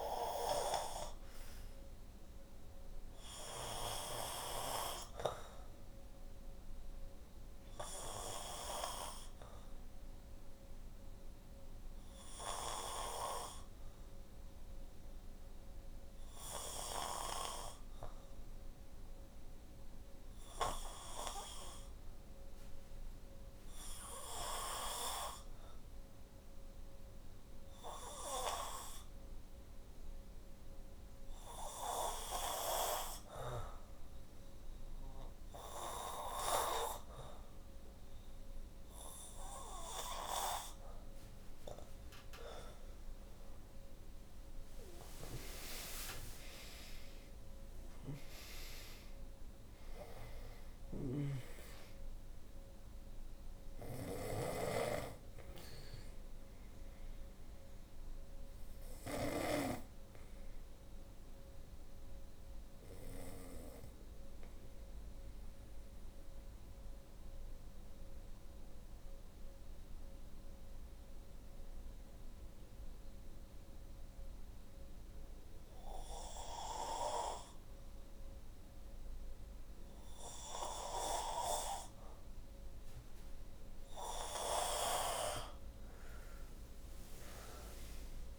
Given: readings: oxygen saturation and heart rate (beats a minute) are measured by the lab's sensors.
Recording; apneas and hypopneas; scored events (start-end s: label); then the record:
breathing in sleep by a room microphone; 2
1.00-40.50 s: obstructive apnea (oxygen 97% before, 85% lowest, heart rate 60 before, 53 extreme, up 10 after)
8.50-25.50 s: oxygen desaturation (device-marked, oxygen 96% before, 89% lowest, heart rate 59 before, 55 extreme)
39.50-77.50 s: oxygen desaturation (device-marked, oxygen 94% before, 86% lowest, heart rate 60 before, 52 extreme)
43.00-47.50 s: arousal
50.00-53.50 s: snoring (device-marked)
61.00-83.50 s: obstructive apnea (oxygen 94% before, 85% lowest, heart rate 63 before, 50 extreme, up 21 after)
83.50-88.39 s: oxygen desaturation (device-marked, oxygen 96% before, 85% lowest, heart rate 59 before, 50 extreme)
87.00-88.39 s: arousal
From the record:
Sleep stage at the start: N2 (light sleep); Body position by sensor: on the back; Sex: female